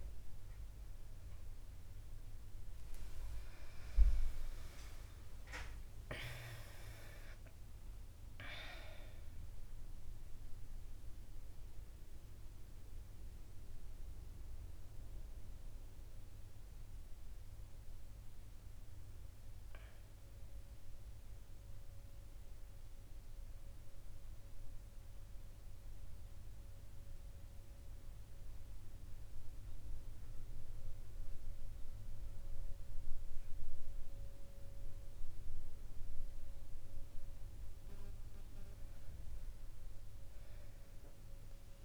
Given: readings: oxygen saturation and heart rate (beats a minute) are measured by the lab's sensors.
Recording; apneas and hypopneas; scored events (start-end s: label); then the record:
breathing in sleep by a room microphone; none
4.00-8.50 s: arousal
From the record:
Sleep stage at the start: N1 (lightest sleep); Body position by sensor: on the back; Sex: female